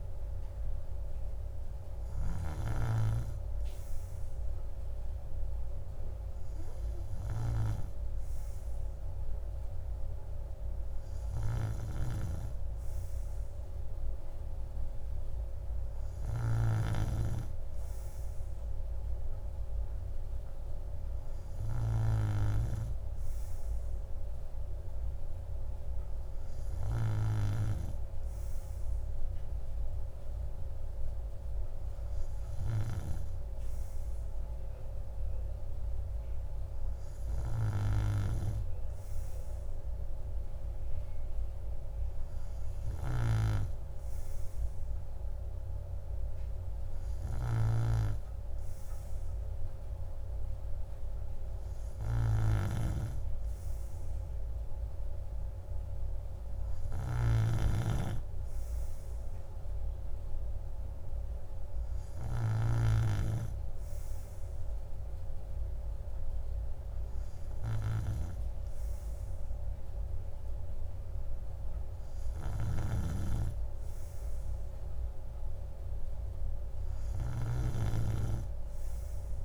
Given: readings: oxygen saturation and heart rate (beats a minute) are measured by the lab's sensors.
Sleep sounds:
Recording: breathing in sleep by a room microphone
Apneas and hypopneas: none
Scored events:
none scored
From the record:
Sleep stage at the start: N3 (deep sleep)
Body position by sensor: on the right side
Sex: male

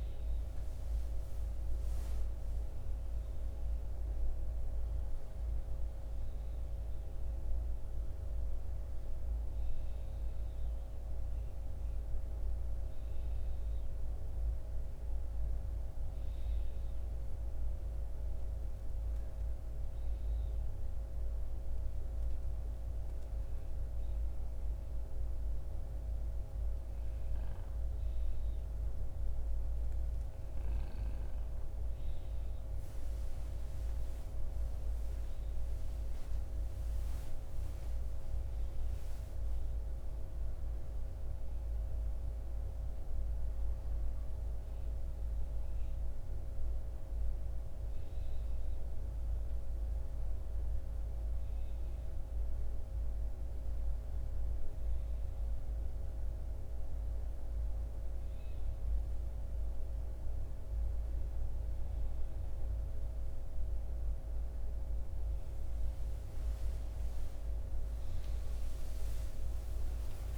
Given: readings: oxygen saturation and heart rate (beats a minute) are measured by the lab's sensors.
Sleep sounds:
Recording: breathing in sleep, hard to hear, by a room microphone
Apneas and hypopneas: none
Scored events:
39.00-59.00 s: oxygen desaturation (device-marked, oxygen 94% before, 91% lowest, heart rate 62 before, 64 extreme)
From the record:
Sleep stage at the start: N1 (lightest sleep)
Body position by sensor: on the right side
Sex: male

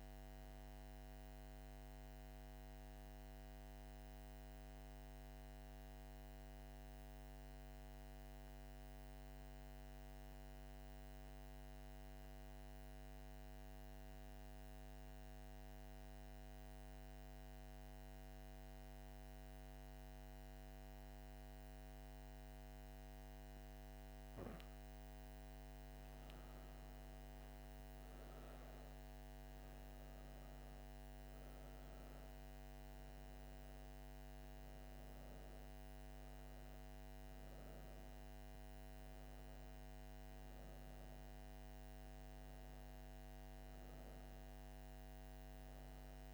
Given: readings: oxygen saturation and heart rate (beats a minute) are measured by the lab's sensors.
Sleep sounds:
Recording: breathing in sleep, hard to hear, by a microphone on the trachea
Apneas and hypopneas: 1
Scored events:
0.00-3.50 s: oxygen desaturation (device-marked, oxygen 90% lowest)
1.50-22.50 s: central apnea (oxygen 96% before, 92% lowest)
24.50-28.50 s: arousal
25.50-45.50 s: oxygen desaturation (device-marked, oxygen 98% before, 92% lowest)
From the record:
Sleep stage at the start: N2 (light sleep)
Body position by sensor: on the back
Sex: female

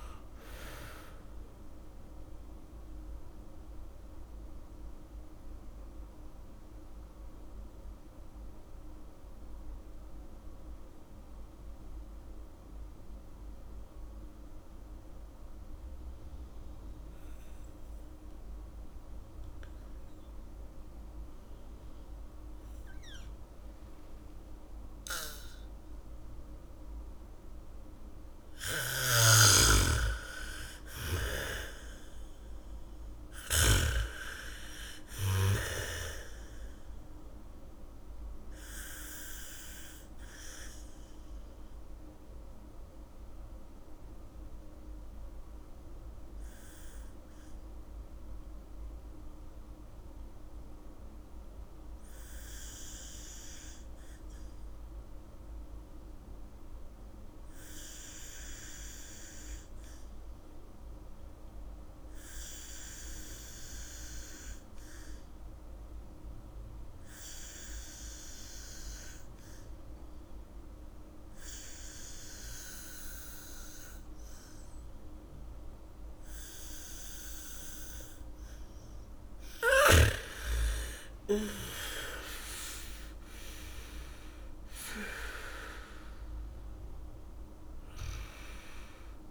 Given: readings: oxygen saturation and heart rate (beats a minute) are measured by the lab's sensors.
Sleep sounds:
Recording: breathing in sleep by a room microphone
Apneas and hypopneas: 2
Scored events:
0.00-15.50 s: oxygen desaturation (device-marked, oxygen 80% lowest, heart rate 40 extreme)
2.50-28.00 s: mixed apnea (oxygen 98% before, 80% lowest, heart rate 60 before, 42 extreme, up 0 after)
23.50-33.50 s: bradycardia (device-marked, heart rate 70 before, 42 extreme)
28.50-54.50 s: oxygen desaturation (device-marked, oxygen 99% before, 83% lowest, heart rate 70 before, 52 extreme)
31.50-36.00 s: arousal
40.50-79.50 s: obstructive apnea (oxygen 99% before, 83% lowest, heart rate 60 before, 54 extreme, up 13 after)
66.50-89.31 s: oxygen desaturation (device-marked, oxygen 98% before, 84% lowest, heart rate 73 before, 35 extreme)
76.50-81.50 s: bradycardia (device-marked, heart rate 69 before, 58 extreme)
80.50-85.50 s: arousal
From the record:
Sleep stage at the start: N2 (light sleep)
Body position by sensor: on the back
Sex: female

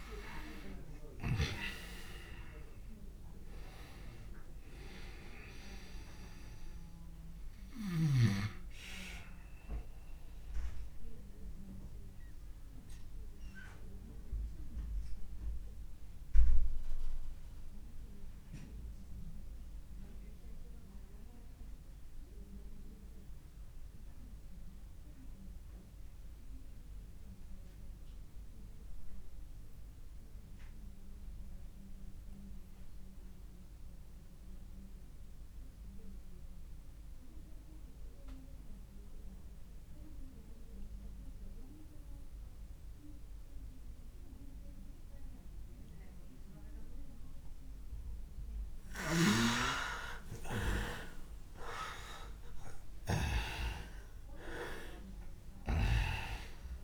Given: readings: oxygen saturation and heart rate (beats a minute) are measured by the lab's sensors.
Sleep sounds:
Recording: breathing in sleep by a room microphone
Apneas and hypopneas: 1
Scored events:
0.00-28.00 s: oxygen desaturation (device-marked, oxygen 82% lowest)
10.50-48.00 s: obstructive apnea (oxygen 96% before, 82% lowest)
44.00-56.84 s: oxygen desaturation (device-marked, oxygen 99% before, 83% lowest)
50.00-52.50 s: arousal
From the record:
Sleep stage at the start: N2 (light sleep)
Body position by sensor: on the back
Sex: male

